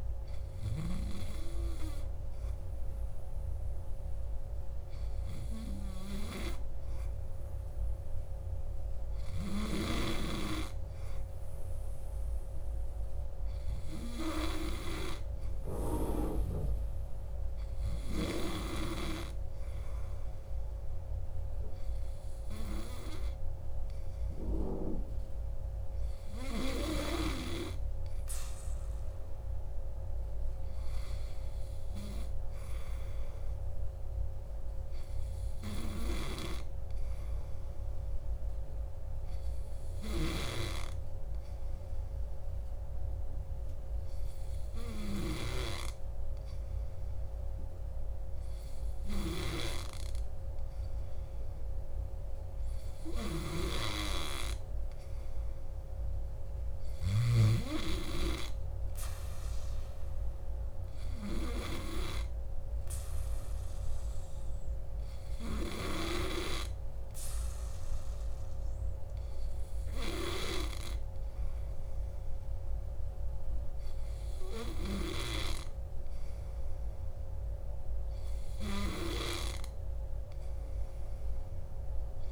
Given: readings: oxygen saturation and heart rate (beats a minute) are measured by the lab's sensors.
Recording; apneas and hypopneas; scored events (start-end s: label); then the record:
breathing in sleep by a room microphone; none
none scored
From the record:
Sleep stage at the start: N2 (light sleep); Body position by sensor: on the back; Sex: male